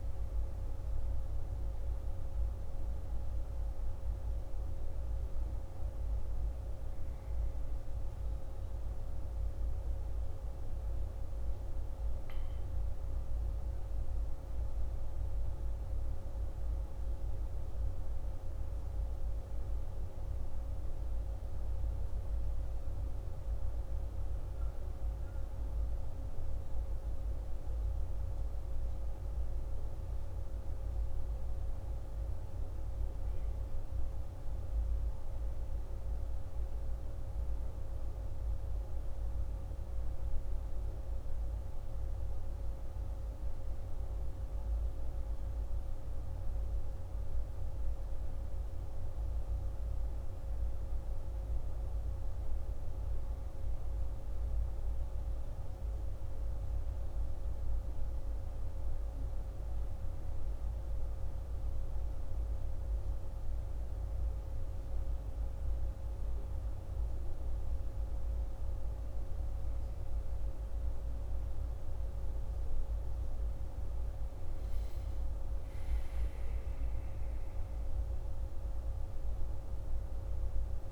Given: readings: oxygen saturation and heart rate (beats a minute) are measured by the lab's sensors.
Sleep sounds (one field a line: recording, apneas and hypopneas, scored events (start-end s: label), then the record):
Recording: a person awake in a sleep study, hard to hear, by a room microphone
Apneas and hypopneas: none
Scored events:
3.00-63.00 s: new sleep stage, awake
63.00-80.91 s: new sleep stage, N1 (lightest sleep)
From the record:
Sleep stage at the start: N1 (lightest sleep)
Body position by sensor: on the back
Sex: male